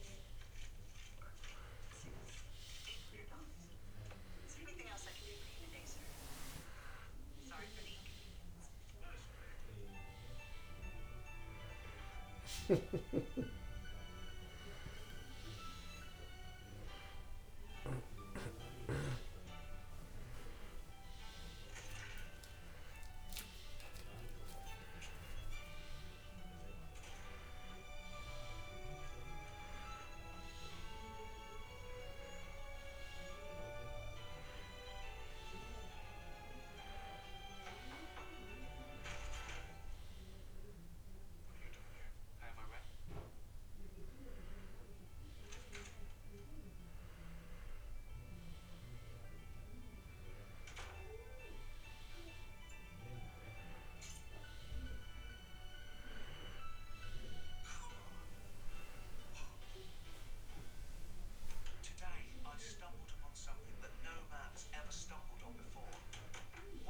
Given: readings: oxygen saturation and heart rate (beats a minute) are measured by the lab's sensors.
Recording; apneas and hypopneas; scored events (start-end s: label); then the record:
breathing in sleep by a room microphone; none
20.00-24.00 s: arousal
From the record:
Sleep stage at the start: N2 (light sleep); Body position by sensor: on the back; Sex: male